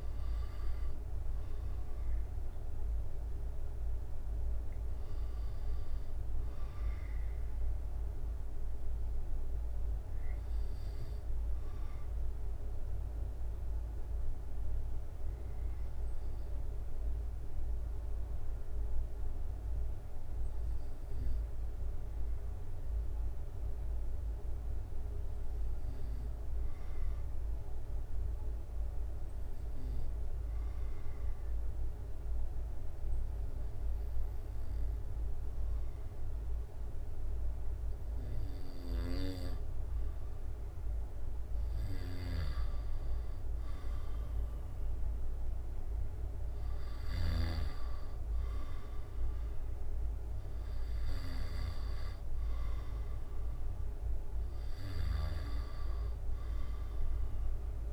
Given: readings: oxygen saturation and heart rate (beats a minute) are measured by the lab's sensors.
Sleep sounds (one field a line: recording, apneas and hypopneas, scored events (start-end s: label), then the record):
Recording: breathing in sleep by a room microphone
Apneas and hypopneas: 1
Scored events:
13.50-38.50 s: obstructive apnea (oxygen 98% before, 93% lowest, heart rate 70 before, 65 extreme, up 4 after)
41.00-45.00 s: arousal
From the record:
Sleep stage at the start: N2 (light sleep)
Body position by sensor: on the back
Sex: male